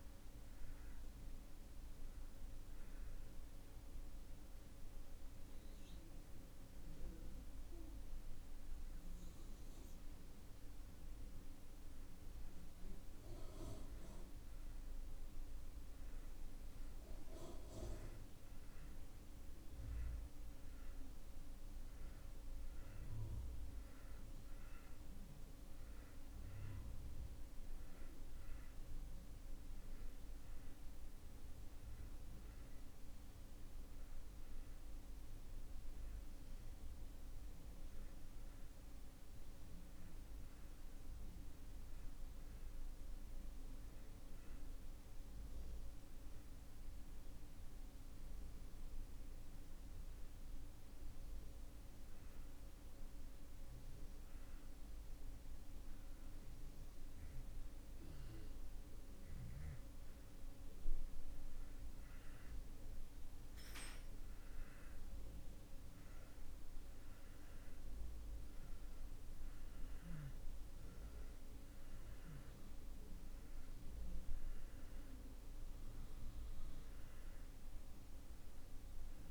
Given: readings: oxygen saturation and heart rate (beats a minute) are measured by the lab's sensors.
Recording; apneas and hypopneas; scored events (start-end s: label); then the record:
breathing in sleep, hard to hear, by a room microphone; 1
32.00-36.50 s: arousal
46.50-59.00 s: hypopnea (oxygen 92% before, 86% lowest)
62.50-67.00 s: arousal
67.00-79.31 s: oxygen desaturation (device-marked, oxygen 93% before, 86% lowest)
From the record:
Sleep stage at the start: N2 (light sleep); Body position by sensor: on the back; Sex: male